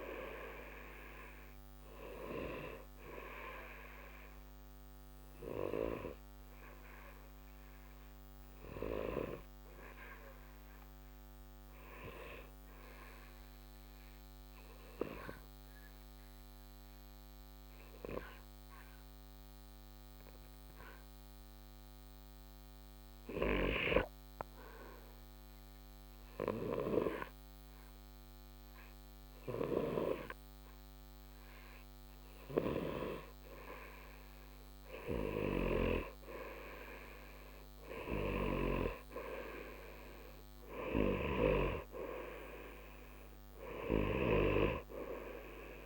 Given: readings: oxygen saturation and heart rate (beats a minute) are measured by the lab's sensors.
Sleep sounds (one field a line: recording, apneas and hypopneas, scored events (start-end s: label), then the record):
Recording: breathing in sleep by a microphone on the trachea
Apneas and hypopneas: 1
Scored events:
0.00-11.00 s: oxygen desaturation (device-marked, oxygen 88% lowest, heart rate 60 extreme)
4.00-33.50 s: obstructive apnea (oxygen 95% before, 89% lowest, heart rate 60 before, 60 extreme, up 1 after)
34.00-45.86 s: oxygen desaturation (device-marked, oxygen 96% before, 89% lowest, heart rate 61 before, 60 extreme)
37.00-40.50 s: arousal
From the record:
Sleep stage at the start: N2 (light sleep)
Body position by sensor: on the right side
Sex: male